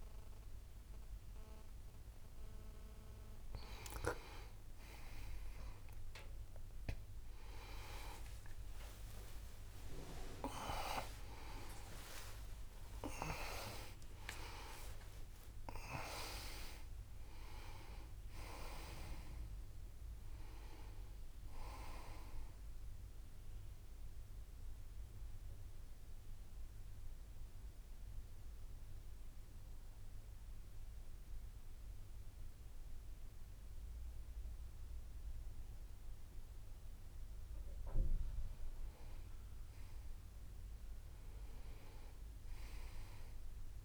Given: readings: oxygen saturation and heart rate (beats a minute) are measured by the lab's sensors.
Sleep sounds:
a person awake in a sleep study, by a room microphone; 1
26.50-43.85 s: new sleep stage, N2 (light sleep)
29.00-39.50 s: mixed apnea (oxygen 96% before, 93% lowest)
From the record:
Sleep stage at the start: awake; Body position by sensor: on the back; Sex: male

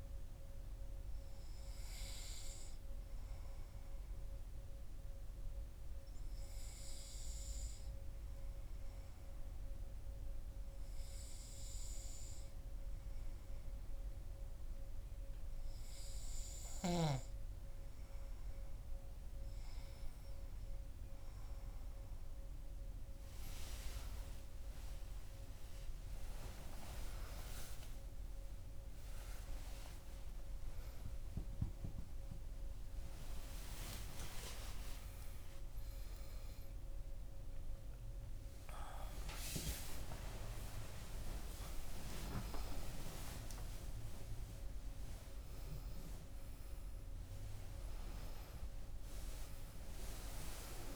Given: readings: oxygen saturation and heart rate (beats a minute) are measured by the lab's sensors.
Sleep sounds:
a person awake in a sleep study, by a room microphone; none
20.50-50.50 s: new sleep stage, awake
50.50-50.96 s: new sleep stage, N1 (lightest sleep)
From the record:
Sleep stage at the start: N2 (light sleep); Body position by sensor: on the back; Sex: male

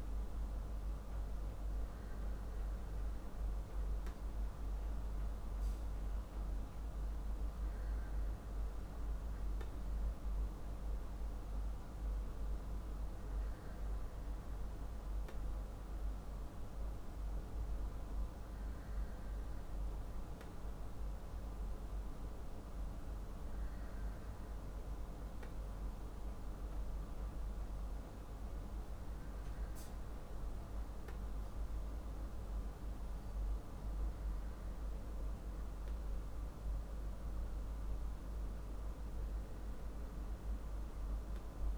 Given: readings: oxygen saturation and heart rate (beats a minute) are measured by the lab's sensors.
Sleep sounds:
breathing in sleep, hard to hear, by a room microphone; none
none scored
From the record:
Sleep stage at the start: N3 (deep sleep); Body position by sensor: on the back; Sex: male

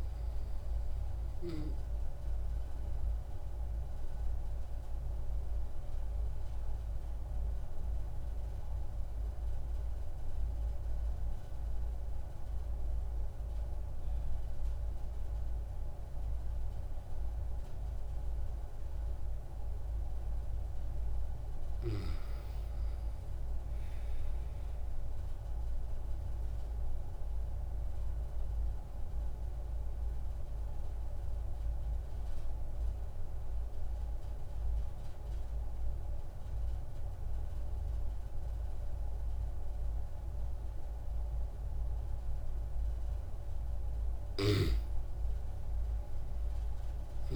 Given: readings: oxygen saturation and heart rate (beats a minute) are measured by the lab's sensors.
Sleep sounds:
breathing in sleep, hard to hear, by a room microphone; 2
0.00-1.00 s: arousal
5.00-20.00 s: obstructive apnea (oxygen 97% before, 92% lowest)
21.50-24.00 s: arousal
25.00-42.00 s: oxygen desaturation (device-marked, oxygen 97% before, 93% lowest)
28.00-42.50 s: obstructive apnea (oxygen 97% before, 92% lowest)
46.00-47.36 s: arousal
From the record:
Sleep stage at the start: N2 (light sleep); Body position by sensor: on the back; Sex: male

